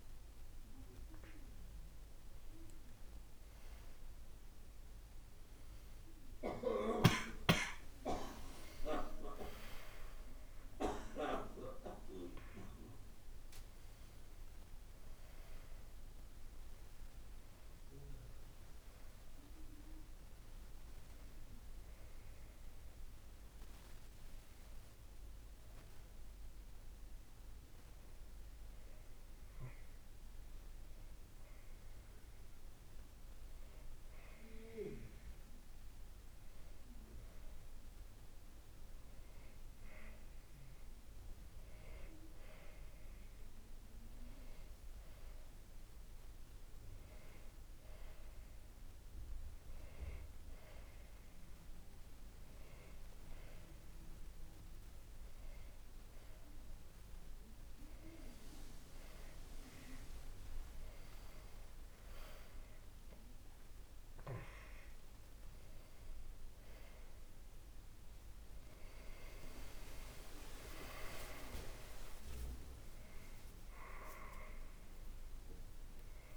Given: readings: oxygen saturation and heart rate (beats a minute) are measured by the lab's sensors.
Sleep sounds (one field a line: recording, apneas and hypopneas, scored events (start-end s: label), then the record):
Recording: a person partly awake in a sleep study, by a room microphone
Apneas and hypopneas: none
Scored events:
0.00-3.50 s: oxygen desaturation (device-marked, oxygen 95% lowest, heart rate 67 extreme)
12.50-76.37 s: new sleep stage, N2 (light sleep)
13.50-23.50 s: oxygen desaturation (device-marked, oxygen 97% before, 93% lowest, heart rate 82 before, 67 extreme)
37.50-57.50 s: oxygen desaturation (device-marked, oxygen 96% before, 93% lowest, heart rate 72 before, 70 extreme)
71.50-75.50 s: arousal
From the record:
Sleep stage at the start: awake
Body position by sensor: on the right side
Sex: male